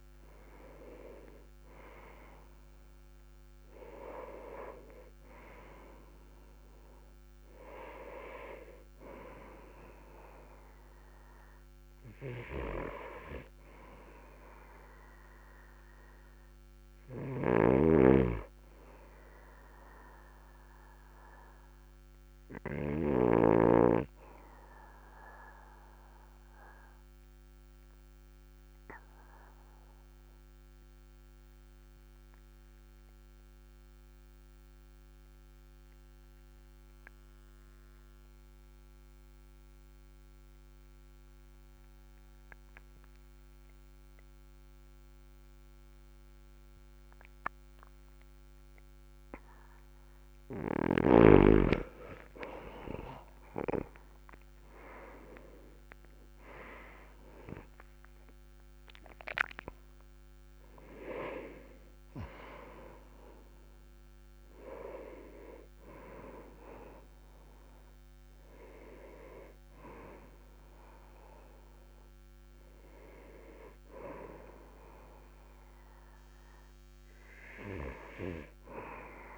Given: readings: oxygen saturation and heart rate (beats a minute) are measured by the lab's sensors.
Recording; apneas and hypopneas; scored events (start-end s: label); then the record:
breathing in sleep by a microphone on the trachea; 1
18.00-24.00 s: snoring (device-marked)
21.00-48.50 s: obstructive apnea (oxygen 99% before, 94% lowest, heart rate 46 before, 39 extreme, up 12 after)
26.50-44.50 s: oxygen desaturation (device-marked, oxygen 99% before, 94% lowest, heart rate 46 before, 39 extreme)
52.00-56.50 s: arousal
From the record:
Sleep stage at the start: N2 (light sleep); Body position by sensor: on the back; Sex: male